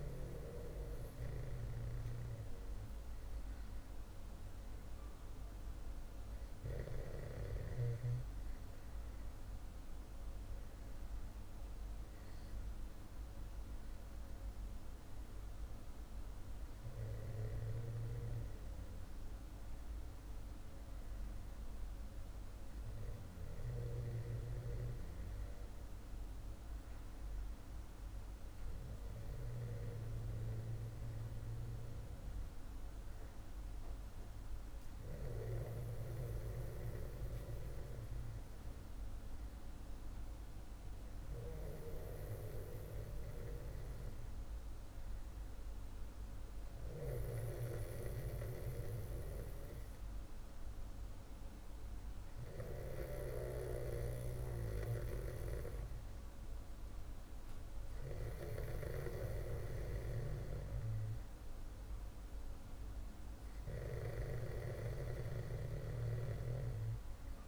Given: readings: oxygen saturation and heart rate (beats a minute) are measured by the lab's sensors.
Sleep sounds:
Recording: breathing in sleep by a room microphone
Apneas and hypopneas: none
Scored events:
60.50-67.48 s: snoring (device-marked)
From the record:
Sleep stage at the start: N2 (light sleep)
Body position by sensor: on the back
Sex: male

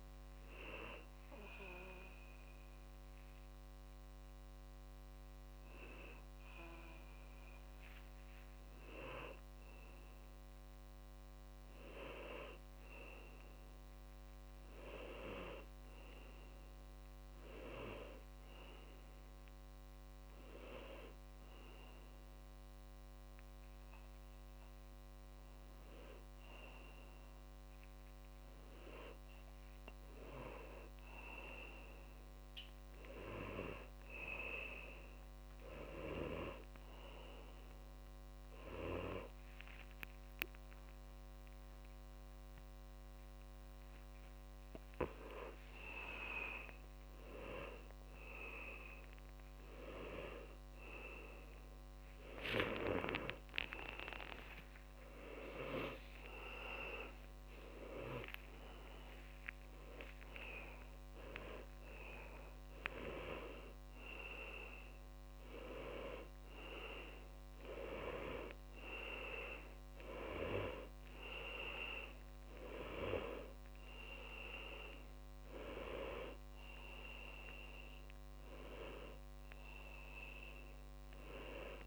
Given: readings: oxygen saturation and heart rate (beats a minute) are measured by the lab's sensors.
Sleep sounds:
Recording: a person awake in a sleep study, by a microphone on the trachea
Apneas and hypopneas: none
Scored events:
25.50-29.50 s: tachycardia (device-marked, heart rate 61 before, 132 extreme)
31.50-40.50 s: tachycardia (device-marked, heart rate 62 before, 128 extreme)
57.50-79.50 s: tachycardia (device-marked, heart rate 63 before, 188 extreme)
66.50-81.86 s: new sleep stage, N2 (light sleep)
67.50-75.50 s: oxygen desaturation (device-marked, oxygen 96% before, 93% lowest, heart rate 75 before, 50 extreme)
From the record:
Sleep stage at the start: awake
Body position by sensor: on the back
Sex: male

